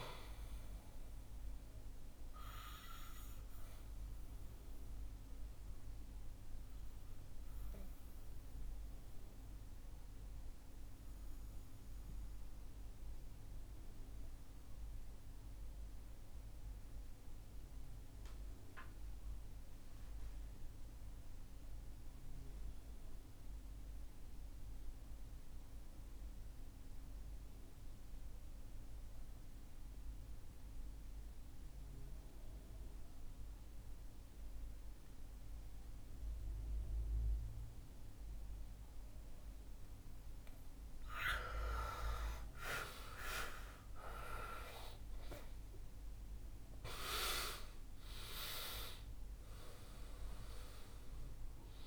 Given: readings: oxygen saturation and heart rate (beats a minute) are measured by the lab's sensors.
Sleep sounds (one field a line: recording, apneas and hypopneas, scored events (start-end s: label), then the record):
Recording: breathing in sleep by a room microphone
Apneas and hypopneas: 1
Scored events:
2.00-39.00 s: mixed apnea (oxygen 99% before, 88% lowest, heart rate 68 before, 57 extreme, up 11 after)
41.00-44.50 s: arousal
44.50-51.87 s: oxygen desaturation (device-marked, oxygen 99% before, 88% lowest, heart rate 59 before, 63 extreme)
From the record:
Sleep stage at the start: REM sleep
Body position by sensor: on the back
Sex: male